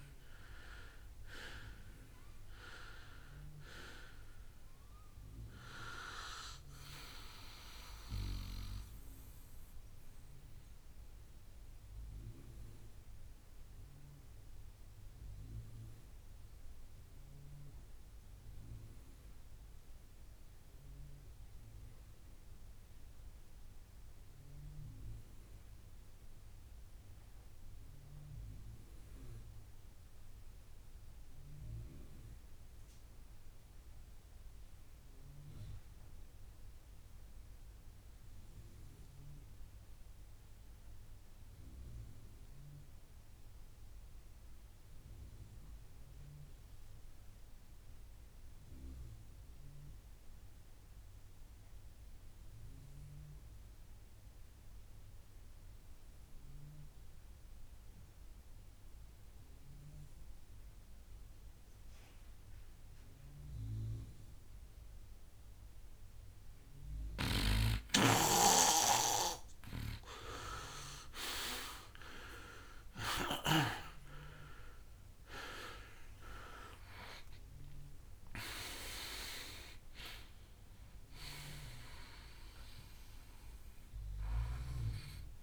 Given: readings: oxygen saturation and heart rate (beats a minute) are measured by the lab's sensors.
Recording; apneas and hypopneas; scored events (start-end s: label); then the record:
breathing in sleep by a room microphone; 1
0.00-22.50 s: oxygen desaturation (device-marked, oxygen 84% lowest, heart rate 59 extreme)
10.00-69.00 s: mixed apnea (oxygen 96% before, 84% lowest, heart rate 73 before, 59 extreme, up 21 after)
14.50-16.50 s: long interval between heartbeats (device-marked, heart rate 72 before, 64 extreme)
41.00-43.00 s: long interval between heartbeats (device-marked, heart rate 63 before, 68 extreme)
46.50-78.50 s: oxygen desaturation (device-marked, oxygen 97% before, 89% lowest, heart rate 65 before, 60 extreme)
71.00-74.50 s: arousal
From the record:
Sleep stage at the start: N2 (light sleep); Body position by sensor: on the right side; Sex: male